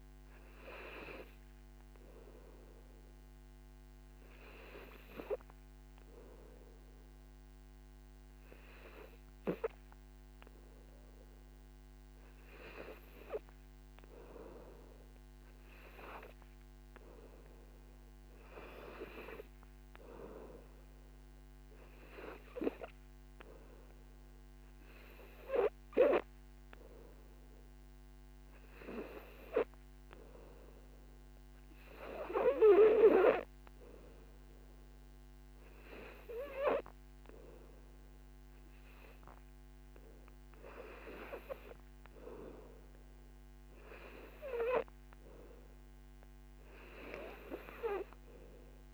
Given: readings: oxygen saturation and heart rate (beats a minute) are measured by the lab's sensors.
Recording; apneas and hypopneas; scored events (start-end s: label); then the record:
breathing in sleep by a microphone on the trachea; 1
2.00-41.50 s: hypopnea (oxygen 96% before, 90% lowest, heart rate 55 before, 49 extreme, up 2 after)
21.00-45.00 s: oxygen desaturation (device-marked, oxygen 97% before, 92% lowest, heart rate 55 before, 49 extreme)
From the record:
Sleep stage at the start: N2 (light sleep); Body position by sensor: on the back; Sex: male